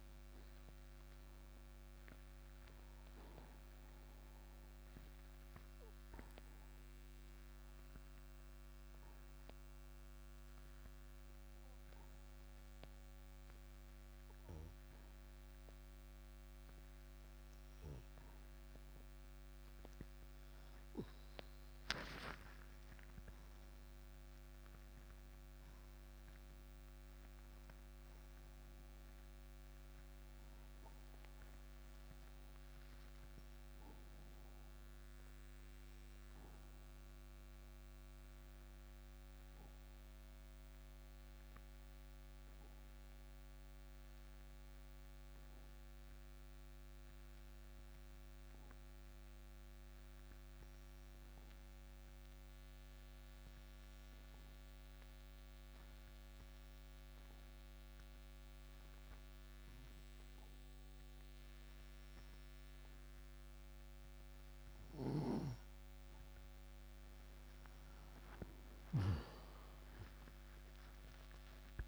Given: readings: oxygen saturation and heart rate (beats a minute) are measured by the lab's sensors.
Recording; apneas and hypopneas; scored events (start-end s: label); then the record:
breathing in sleep, hard to hear, by a microphone on the trachea; 2
0.00-19.50 s: oxygen desaturation (device-marked, oxygen 87% lowest)
5.50-19.00 s: obstructive apnea (oxygen 96% before, 87% lowest)
22.00-25.00 s: arousal
38.50-64.50 s: obstructive apnea (oxygen 98% before, 84% lowest)
43.50-54.50 s: oxygen desaturation (device-marked, oxygen 96% before, 92% lowest)
67.50-71.87 s: oxygen desaturation (device-marked, oxygen 97% before, 84% lowest)
69.50-71.87 s: arousal
From the record:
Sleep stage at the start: N2 (light sleep); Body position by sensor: on the right side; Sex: male